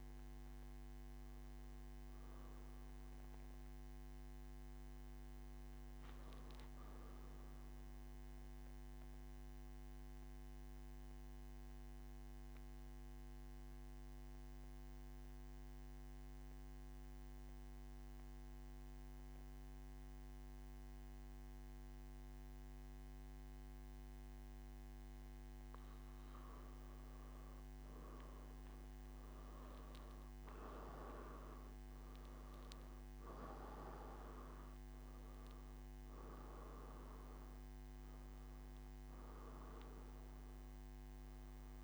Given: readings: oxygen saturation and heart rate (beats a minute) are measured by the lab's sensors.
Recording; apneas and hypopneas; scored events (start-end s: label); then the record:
breathing in sleep, hard to hear, by a microphone on the trachea; none
0.00-8.00 s: oxygen desaturation (device-marked, oxygen 93% lowest, heart rate 115 extreme)
32.00-41.84 s: oxygen desaturation (device-marked, oxygen 98% before, 93% lowest, heart rate 123 before, 117 extreme)
From the record:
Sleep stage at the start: N3 (deep sleep); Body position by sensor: on the back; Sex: male